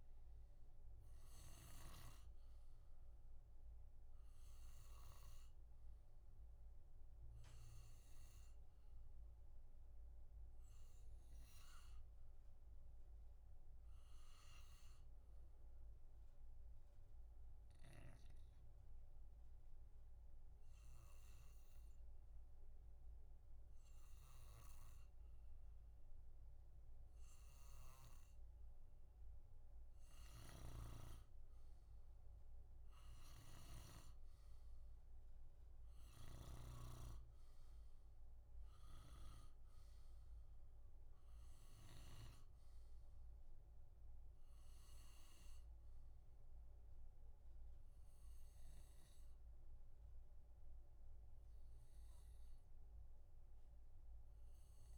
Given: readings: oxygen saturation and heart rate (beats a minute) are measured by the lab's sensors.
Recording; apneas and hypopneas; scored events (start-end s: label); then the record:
breathing in sleep by a room microphone; none
30.50-34.00 s: snoring (device-marked)
36.00-42.50 s: snoring (device-marked)
36.00-54.98 s: oxygen desaturation (device-marked, oxygen 95% before, 90% lowest, heart rate 63 before, 60 extreme)
From the record:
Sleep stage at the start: N2 (light sleep); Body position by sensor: on the back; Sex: male